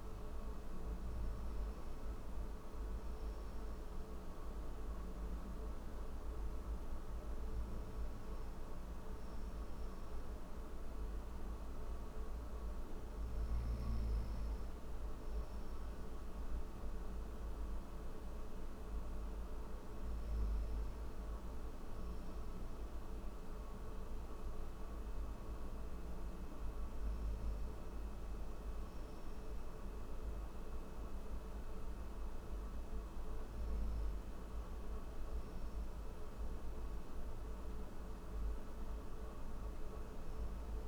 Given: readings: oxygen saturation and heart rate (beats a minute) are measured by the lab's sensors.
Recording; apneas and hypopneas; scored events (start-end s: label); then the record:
breathing in sleep, hard to hear, by a room microphone; none
none scored
From the record:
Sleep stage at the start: N3 (deep sleep); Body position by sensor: on the back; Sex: male